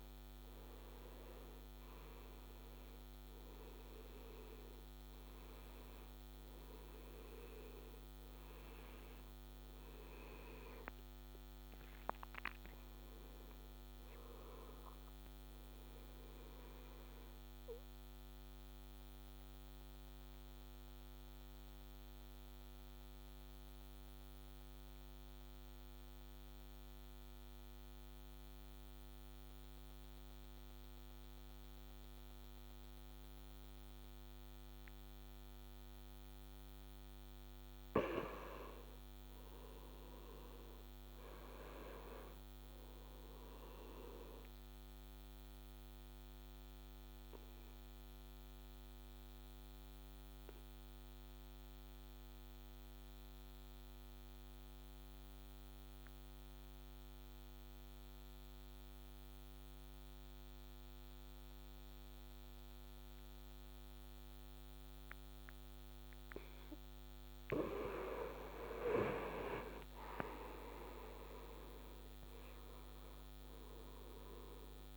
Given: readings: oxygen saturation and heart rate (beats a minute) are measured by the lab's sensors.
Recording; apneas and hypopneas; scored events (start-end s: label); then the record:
breathing in sleep by a microphone on the trachea; 2
0.00-1.00 s: arousal
0.00-29.50 s: oxygen desaturation (device-marked, oxygen 88% lowest, heart rate 61 extreme)
17.50-36.00 s: obstructive apnea (oxygen 97% before, 87% lowest, heart rate 71 before, 61 extreme, up 6 after)
38.50-42.50 s: arousal
41.50-60.50 s: oxygen desaturation (device-marked, oxygen 98% before, 91% lowest, heart rate 63 before, 48 extreme)
45.50-66.50 s: obstructive apnea (oxygen 99% before, 87% lowest, heart rate 63 before, 48 extreme)
67.50-74.97 s: oxygen desaturation (device-marked, oxygen 96% before, 87% lowest, heart rate 64 before, 54 extreme)
68.00-72.00 s: arousal
From the record:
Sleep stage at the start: N2 (light sleep); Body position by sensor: on the back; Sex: male